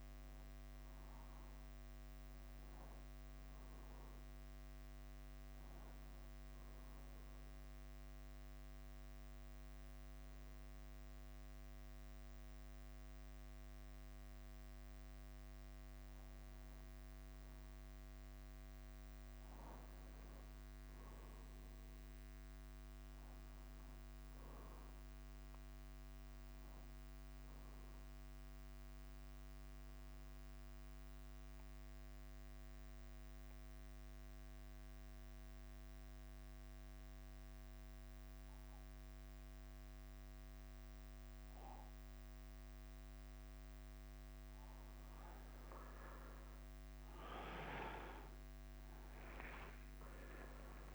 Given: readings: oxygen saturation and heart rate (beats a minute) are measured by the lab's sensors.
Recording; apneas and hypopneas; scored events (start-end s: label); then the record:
breathing in sleep, hard to hear, by a microphone on the trachea; 2
0.00-50.95 s: bradycardia (device-marked, heart rate 44 extreme)
1.50-4.50 s: arousal
7.00-17.50 s: obstructive apnea (oxygen 98% before, 93% lowest, heart rate 49 before, 48 extreme, up 2 after)
20.50-24.00 s: arousal
29.50-45.00 s: mixed apnea (oxygen 99% before, 93% lowest, heart rate 50 before, 47 extreme, up 4 after)
47.50-50.95 s: arousal
From the record:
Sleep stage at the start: N2 (light sleep); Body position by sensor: on the back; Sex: male